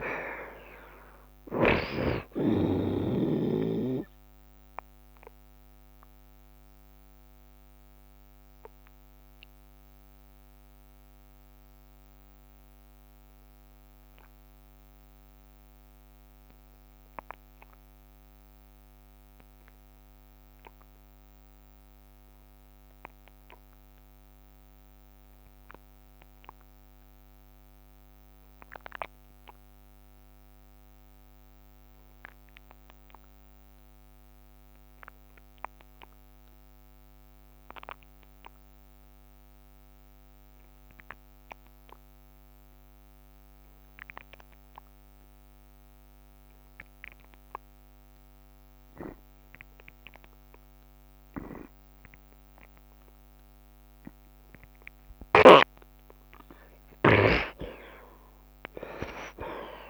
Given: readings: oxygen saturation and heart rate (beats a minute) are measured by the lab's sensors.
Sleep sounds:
breathing in sleep by a microphone on the trachea; 1
0.00-20.50 s: oxygen desaturation (device-marked, oxygen 61% lowest, heart rate 66 extreme)
6.00-55.00 s: obstructive apnea (oxygen 90% before, 58% lowest, heart rate 69 before, 66 extreme, up 7 after)
25.50-59.90 s: oxygen desaturation (device-marked, oxygen 91% before, 58% lowest, heart rate 68 before, 66 extreme)
57.00-59.90 s: arousal
From the record:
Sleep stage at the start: N2 (light sleep); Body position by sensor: on the right side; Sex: male

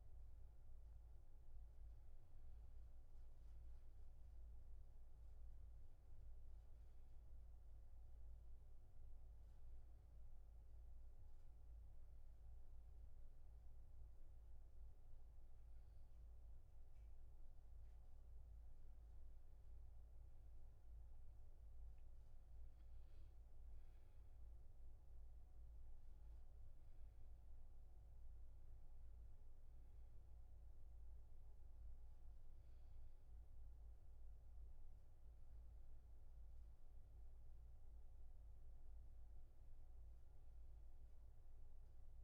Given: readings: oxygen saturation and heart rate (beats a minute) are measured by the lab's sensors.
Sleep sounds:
breathing in sleep, hard to hear, by a room microphone; 1
0.00-6.50 s: oxygen desaturation (device-marked, oxygen 91% lowest, heart rate 74 extreme)
8.50-19.00 s: obstructive apnea (oxygen 97% before, 89% lowest, heart rate 78 before, 75 extreme, up 8 after)
22.50-26.50 s: arousal
25.50-38.50 s: oxygen desaturation (device-marked, oxygen 97% before, 91% lowest, heart rate 79 before, 67 extreme)
From the record:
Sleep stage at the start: N2 (light sleep); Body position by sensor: on the back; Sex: male

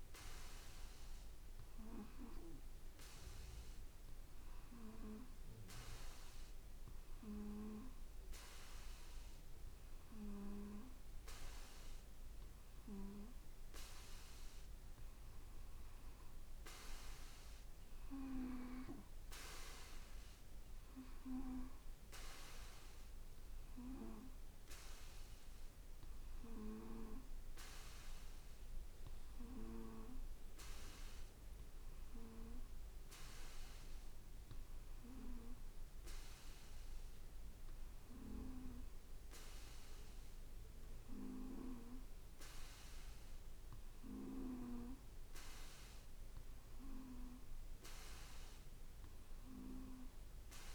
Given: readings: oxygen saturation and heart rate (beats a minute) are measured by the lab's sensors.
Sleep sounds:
breathing in sleep by a room microphone; none
none scored
From the record:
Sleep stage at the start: N2 (light sleep); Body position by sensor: on the back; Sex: male

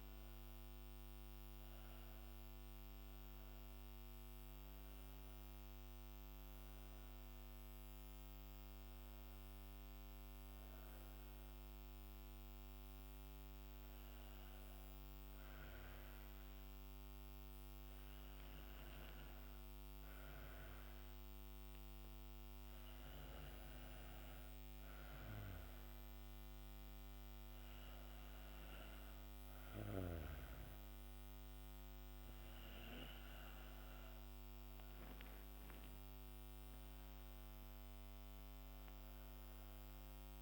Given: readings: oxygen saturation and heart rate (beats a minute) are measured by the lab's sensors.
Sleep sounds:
breathing in sleep, hard to hear, by a microphone on the trachea; none
35.00-39.00 s: arousal
From the record:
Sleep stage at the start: N2 (light sleep); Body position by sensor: on the back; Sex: female

